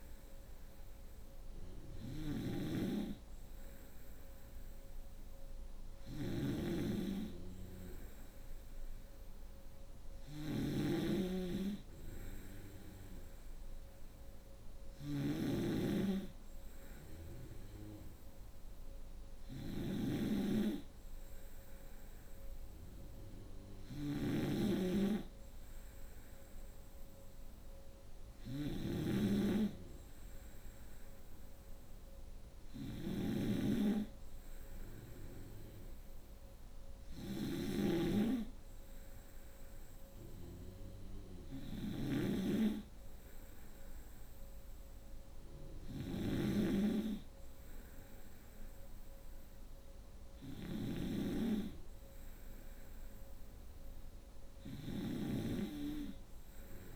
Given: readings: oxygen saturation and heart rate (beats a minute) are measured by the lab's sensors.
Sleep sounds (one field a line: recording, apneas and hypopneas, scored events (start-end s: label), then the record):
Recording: breathing in sleep by a room microphone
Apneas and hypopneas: none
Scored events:
0.00-56.96 s: snoring (device-marked)
From the record:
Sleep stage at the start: N3 (deep sleep)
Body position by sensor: on the right side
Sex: female